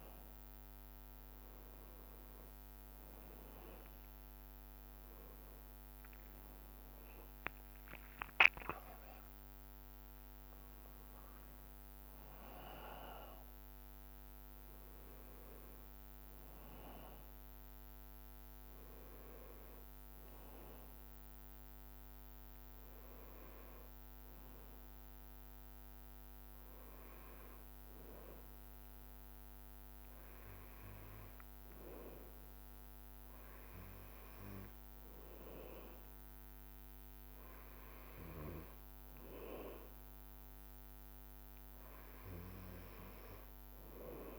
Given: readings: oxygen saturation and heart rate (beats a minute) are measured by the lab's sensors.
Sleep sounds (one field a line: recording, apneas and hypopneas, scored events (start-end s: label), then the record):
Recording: breathing in sleep by a microphone on the trachea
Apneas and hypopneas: none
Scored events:
none scored
From the record:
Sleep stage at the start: N2 (light sleep)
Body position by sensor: on the back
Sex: male